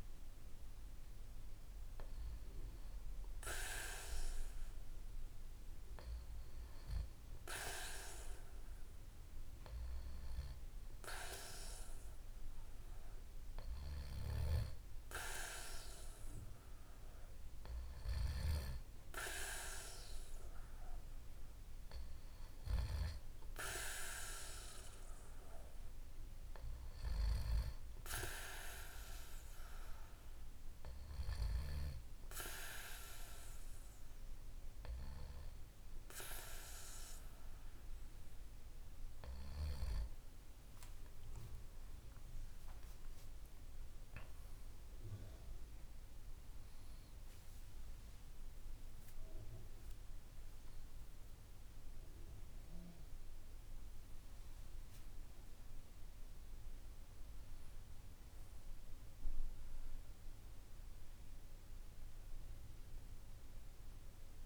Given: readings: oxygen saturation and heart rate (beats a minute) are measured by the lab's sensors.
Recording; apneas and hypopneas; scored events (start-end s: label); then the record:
a person partly awake in a sleep study, by a room microphone; none
6.50-64.46 s: new sleep stage, N2 (light sleep)
62.50-64.46 s: arousal
From the record:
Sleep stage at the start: awake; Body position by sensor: on the back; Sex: male